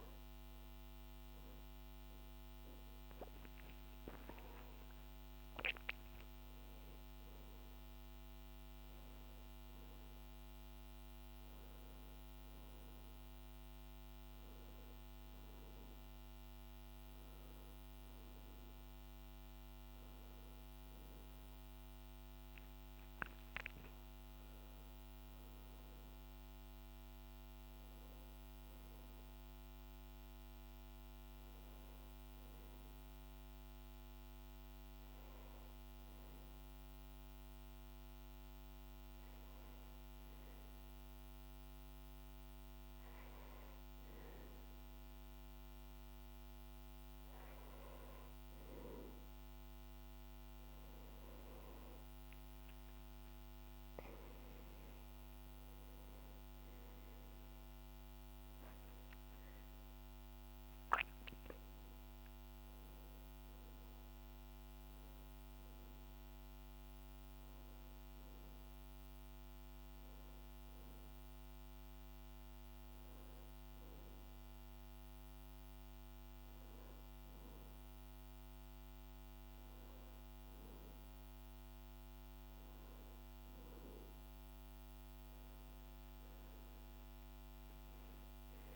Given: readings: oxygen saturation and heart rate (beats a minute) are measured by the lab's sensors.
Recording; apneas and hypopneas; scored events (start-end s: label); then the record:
breathing in sleep, hard to hear, by a microphone on the trachea; none
0.00-1.00 s: arousal
25.50-29.50 s: arousal
From the record:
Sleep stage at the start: N2 (light sleep); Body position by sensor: on the back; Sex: male